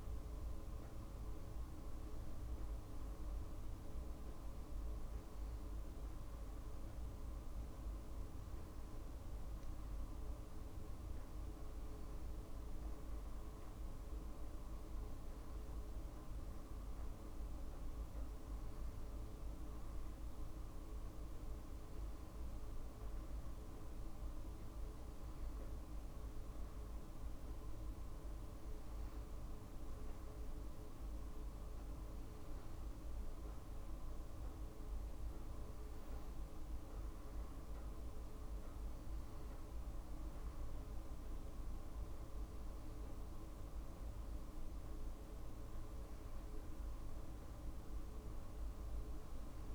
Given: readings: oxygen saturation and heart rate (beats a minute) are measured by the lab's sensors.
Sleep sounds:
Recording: breathing in sleep, hard to hear, by a room microphone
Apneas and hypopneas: none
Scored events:
none scored
From the record:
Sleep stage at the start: N2 (light sleep)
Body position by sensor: on the back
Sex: female

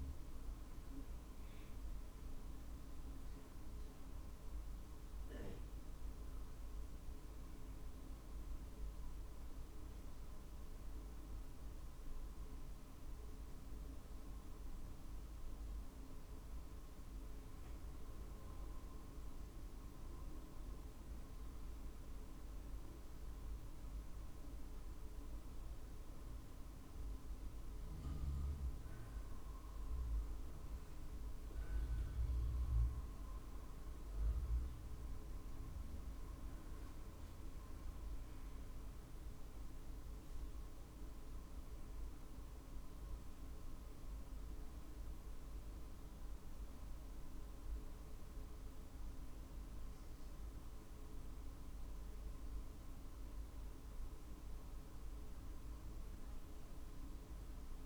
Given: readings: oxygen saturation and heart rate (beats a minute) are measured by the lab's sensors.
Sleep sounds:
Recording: breathing in sleep, hard to hear, by a room microphone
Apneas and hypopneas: none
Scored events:
none scored
From the record:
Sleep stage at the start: N1 (lightest sleep)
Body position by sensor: on the right side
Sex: male

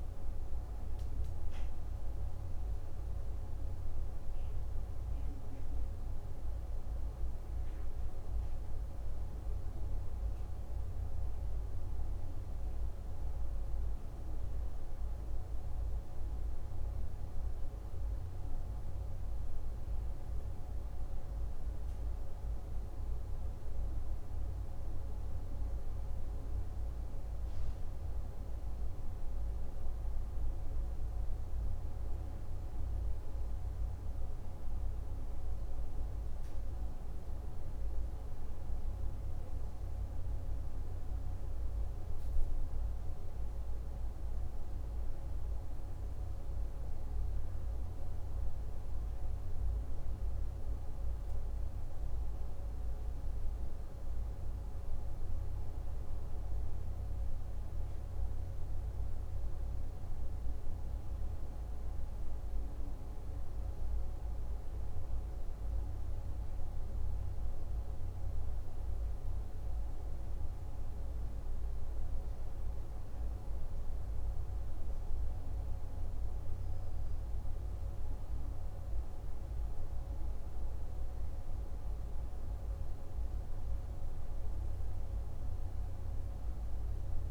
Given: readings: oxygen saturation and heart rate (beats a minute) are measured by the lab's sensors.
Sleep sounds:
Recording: breathing in sleep, hard to hear, by a room microphone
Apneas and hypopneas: none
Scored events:
none scored
From the record:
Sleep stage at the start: N2 (light sleep)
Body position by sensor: on the right side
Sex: male

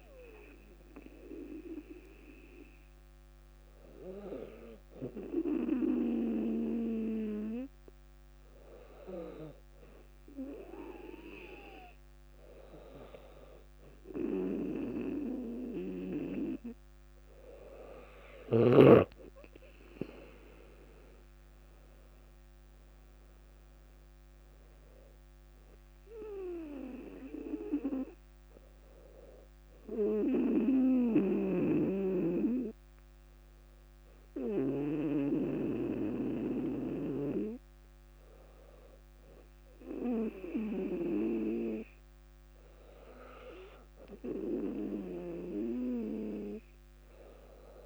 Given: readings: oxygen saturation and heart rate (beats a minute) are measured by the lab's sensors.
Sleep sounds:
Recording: breathing in sleep by a microphone on the trachea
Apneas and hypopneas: 1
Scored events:
0.00-1.50 s: arousal
3.50-14.00 s: hypopnea (oxygen 98% before, 96% lowest, heart rate 61 before, 59 extreme, up 3 after)
19.50-24.50 s: arousal
24.00-38.00 s: drop in pulse transit time (device-marked, heart rate 62 before, 59 extreme)
From the record:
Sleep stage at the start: N2 (light sleep)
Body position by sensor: on the back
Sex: female

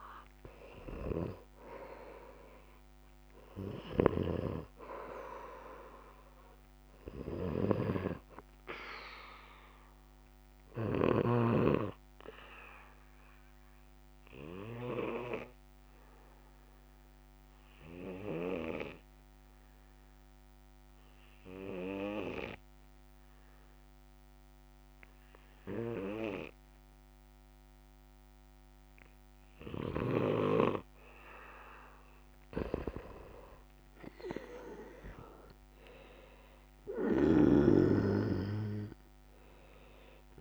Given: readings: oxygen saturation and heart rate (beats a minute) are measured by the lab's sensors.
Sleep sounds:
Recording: breathing in sleep by a microphone on the trachea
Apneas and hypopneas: 1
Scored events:
0.50-21.50 s: oxygen desaturation (device-marked, oxygen 94% before, 90% lowest, heart rate 64 before, 63 extreme)
11.50-30.00 s: obstructive apnea (oxygen 95% before, 90% lowest, heart rate 67 before, 62 extreme, up 12 after)
33.00-37.00 s: arousal
34.50-40.41 s: oxygen desaturation (device-marked, oxygen 96% before, 90% lowest, heart rate 64 before, 60 extreme)
37.50-40.41 s: snoring (device-marked)
From the record:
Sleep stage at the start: N2 (light sleep)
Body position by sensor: on the back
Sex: male

